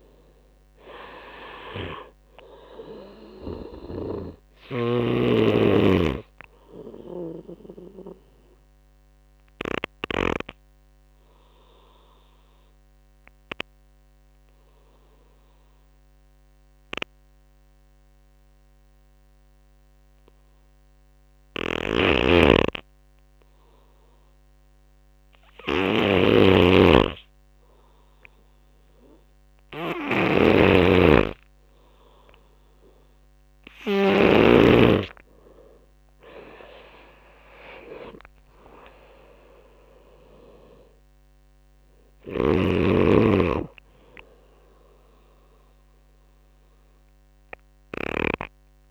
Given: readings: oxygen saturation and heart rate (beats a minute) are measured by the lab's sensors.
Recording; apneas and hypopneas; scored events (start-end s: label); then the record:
breathing in sleep by a microphone on the trachea; 1
0.00-9.50 s: snoring (device-marked)
0.00-16.00 s: oxygen desaturation (device-marked, oxygen 97% before, 87% lowest)
7.00-22.50 s: obstructive apnea (oxygen 99% before, 87% lowest)
20.50-34.00 s: snoring (device-marked)
25.50-28.50 s: arousal
29.00-41.00 s: oxygen desaturation (device-marked, oxygen 96% before, 87% lowest)
41.50-48.91 s: snoring (device-marked)
From the record:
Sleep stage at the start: N2 (light sleep); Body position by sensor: on the right side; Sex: male